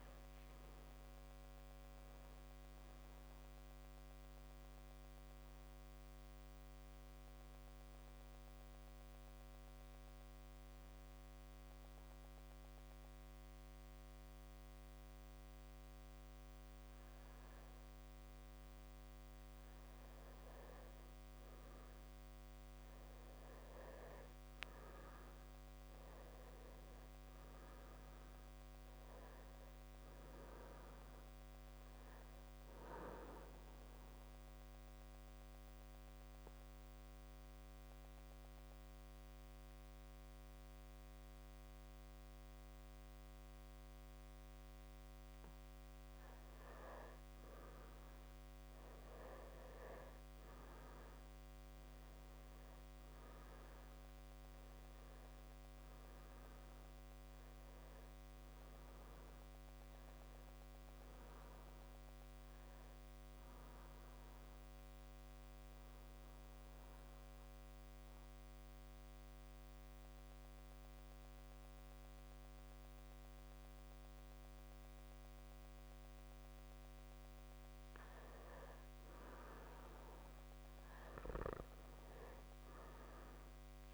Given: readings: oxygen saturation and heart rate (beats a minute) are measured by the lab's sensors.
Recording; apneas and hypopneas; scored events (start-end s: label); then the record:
breathing in sleep, hard to hear, by a microphone on the trachea; 3
7.50-18.00 s: obstructive apnea (oxygen 99% before, 95% lowest)
10.50-83.94 s: new sleep stage, N2 (light sleep)
21.50-25.50 s: arousal
34.50-46.50 s: central apnea (oxygen 98% before, 95% lowest)
35.50-53.50 s: oxygen desaturation (device-marked, oxygen 98% before, 95% lowest)
56.50-61.00 s: arousal
65.50-77.50 s: central apnea (oxygen 98% before, 96% lowest)
67.00-69.00 s: long interval between heartbeats (device-marked)
81.00-83.94 s: arousal
From the record:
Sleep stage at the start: N1 (lightest sleep); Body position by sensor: on the back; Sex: male